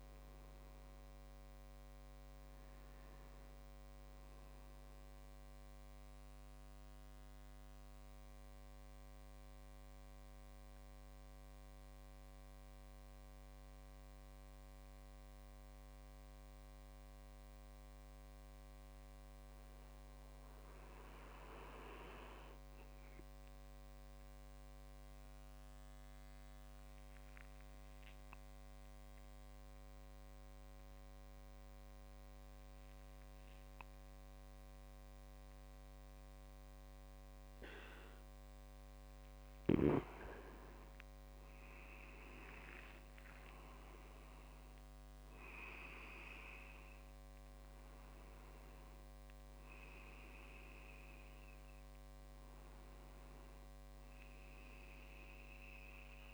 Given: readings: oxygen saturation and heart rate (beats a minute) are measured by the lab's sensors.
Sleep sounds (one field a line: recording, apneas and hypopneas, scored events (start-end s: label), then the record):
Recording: breathing in sleep by a microphone on the trachea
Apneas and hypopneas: 2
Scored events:
8.00-20.00 s: central apnea (oxygen 99% before, 94% lowest)
9.00-56.34 s: new sleep stage, N2 (light sleep)
22.00-24.50 s: arousal
26.00-39.00 s: obstructive apnea (oxygen 99% before, 92% lowest)
28.00-39.00 s: oxygen desaturation (device-marked, oxygen 98% before, 95% lowest)
39.50-44.00 s: arousal
From the record:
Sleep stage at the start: N1 (lightest sleep)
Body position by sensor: on the back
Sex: male